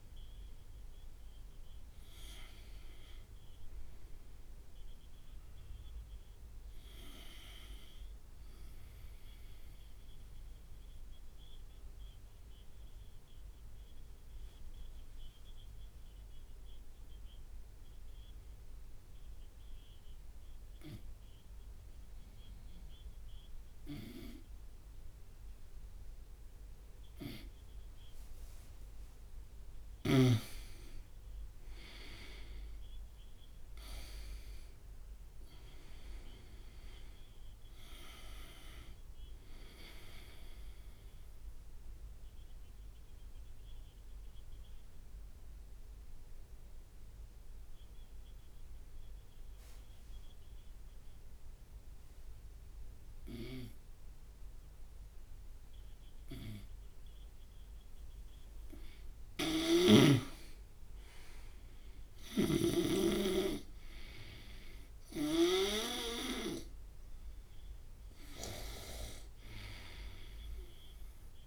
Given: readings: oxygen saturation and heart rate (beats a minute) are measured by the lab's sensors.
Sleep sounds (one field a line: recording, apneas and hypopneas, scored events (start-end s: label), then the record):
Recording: breathing in sleep by a room microphone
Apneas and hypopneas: 2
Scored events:
0.00-18.50 s: oxygen desaturation (device-marked, oxygen 85% lowest)
10.00-30.50 s: obstructive apnea (oxygen 96% before, 85% lowest)
10.50-71.47 s: new sleep stage, N2 (light sleep)
33.00-37.00 s: arousal
36.50-56.50 s: oxygen desaturation (device-marked, oxygen 98% before, 91% lowest)
42.00-57.50 s: obstructive apnea (oxygen 100% before, 91% lowest)
61.00-65.00 s: arousal
68.50-71.47 s: oxygen desaturation (device-marked, oxygen 99% before, 92% lowest)
From the record:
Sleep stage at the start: N1 (lightest sleep)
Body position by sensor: on the right side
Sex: male